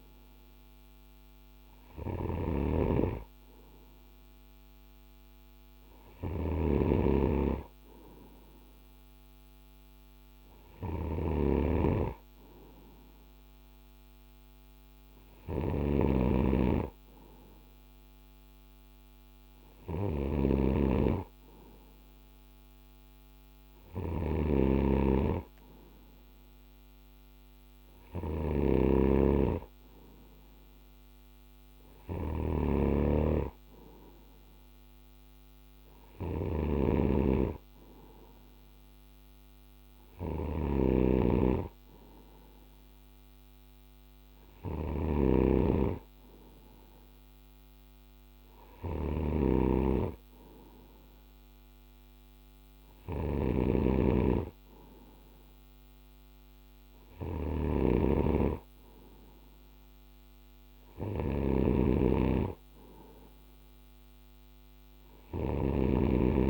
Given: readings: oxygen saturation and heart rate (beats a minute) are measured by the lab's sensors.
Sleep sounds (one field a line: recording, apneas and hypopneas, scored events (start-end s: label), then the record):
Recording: breathing in sleep by a microphone on the trachea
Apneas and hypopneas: none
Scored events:
0.00-66.50 s: snoring (device-marked)
From the record:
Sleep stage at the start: N2 (light sleep)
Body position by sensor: on the right side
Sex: male